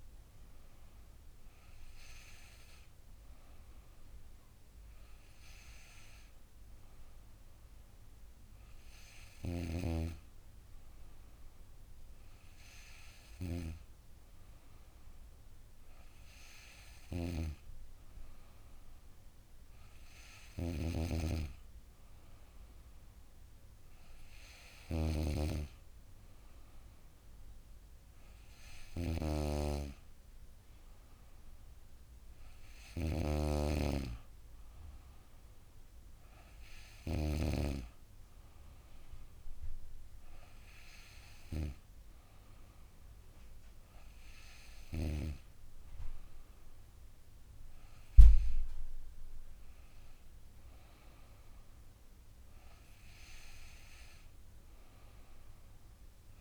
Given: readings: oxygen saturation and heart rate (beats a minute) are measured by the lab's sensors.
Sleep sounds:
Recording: breathing in sleep by a room microphone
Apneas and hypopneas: none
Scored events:
20.50-25.00 s: snoring (device-marked)
From the record:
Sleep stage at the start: N2 (light sleep)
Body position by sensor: on the back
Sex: female

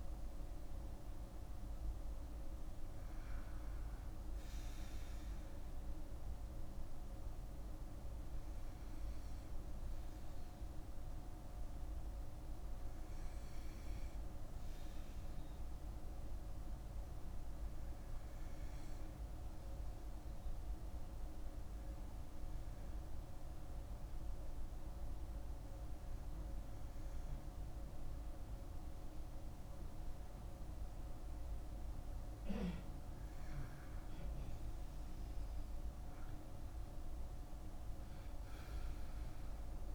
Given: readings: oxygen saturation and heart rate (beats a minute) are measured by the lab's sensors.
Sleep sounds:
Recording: breathing in sleep, hard to hear, by a room microphone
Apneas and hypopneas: 1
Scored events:
3.50-30.50 s: hypopnea (oxygen 99% before, 94% lowest, heart rate 53 before, 51 extreme, up 8 after)
32.00-39.95 s: oxygen desaturation (device-marked, oxygen 98% before, 94% lowest, heart rate 56 before, 51 extreme)
34.50-38.50 s: arousal
From the record:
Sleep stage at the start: N2 (light sleep)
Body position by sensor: on the back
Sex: male

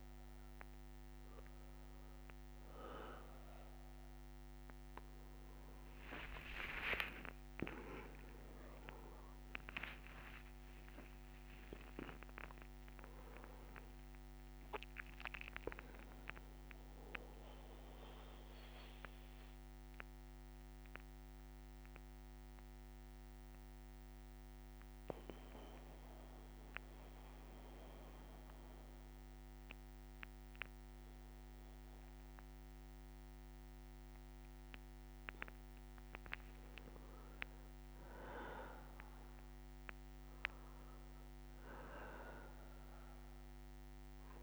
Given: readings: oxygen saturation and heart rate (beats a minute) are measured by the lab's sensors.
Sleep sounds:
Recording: a person partly awake in a sleep study, by a microphone on the trachea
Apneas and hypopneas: 1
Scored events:
11.00-13.00 s: long interval between heartbeats (device-marked, heart rate 63 before, 82 extreme)
18.00-44.42 s: new sleep stage, N2 (light sleep)
18.50-35.50 s: obstructive apnea (oxygen 99% before, 92% lowest, heart rate 69 before, 60 extreme, up 4 after)
36.00-44.42 s: oxygen desaturation (device-marked, oxygen 99% before, 95% lowest, heart rate 64 before, 60 extreme)
38.00-42.50 s: arousal
From the record:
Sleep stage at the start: awake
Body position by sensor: on the back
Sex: male

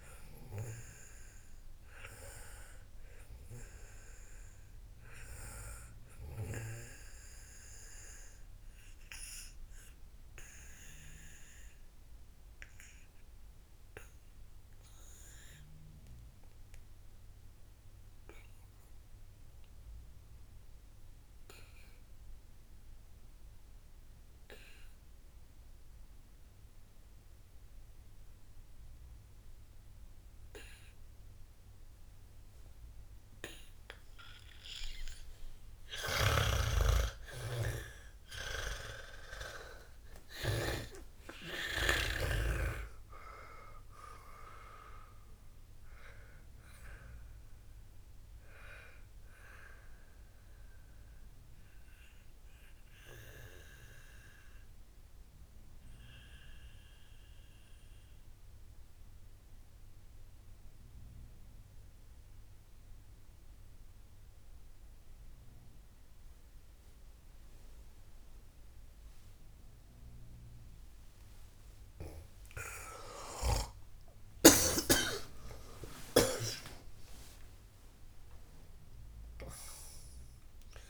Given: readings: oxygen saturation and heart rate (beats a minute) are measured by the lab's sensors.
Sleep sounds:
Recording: breathing in sleep by a room microphone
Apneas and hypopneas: 2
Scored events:
0.00-14.50 s: oxygen desaturation (device-marked, oxygen 92% lowest, heart rate 55 extreme)
9.50-35.50 s: obstructive apnea (oxygen 97% before, 91% lowest, heart rate 73 before, 53 extreme, up 46 after)
36.50-41.00 s: arousal
36.50-41.50 s: snoring (device-marked)
36.50-67.50 s: oxygen desaturation (device-marked, oxygen 98% before, 91% lowest, heart rate 61 before, 53 extreme)
49.00-71.00 s: obstructive apnea (oxygen 98% before, 91% lowest, heart rate 80 before, 53 extreme, up 52 after)
From the record:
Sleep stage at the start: N2 (light sleep)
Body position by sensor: on the back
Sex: female

